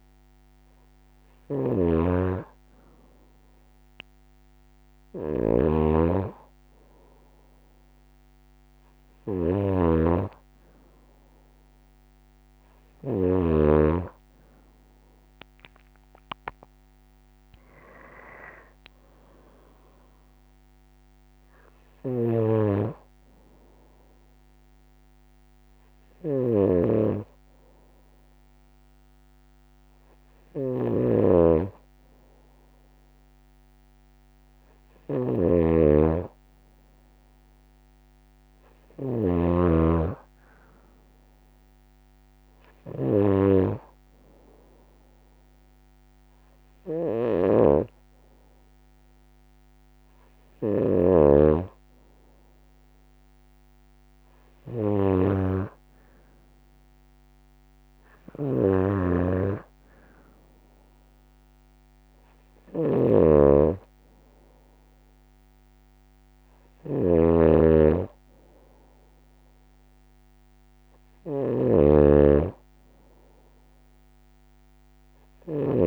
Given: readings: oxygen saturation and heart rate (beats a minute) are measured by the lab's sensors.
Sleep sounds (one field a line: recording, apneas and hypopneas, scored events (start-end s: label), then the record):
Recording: breathing in sleep by a microphone on the trachea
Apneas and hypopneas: none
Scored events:
1.00-13.00 s: snoring (device-marked)
30.50-39.00 s: snoring (device-marked)
62.50-75.87 s: snoring (device-marked)
From the record:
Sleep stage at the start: N2 (light sleep)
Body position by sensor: on the right side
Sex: female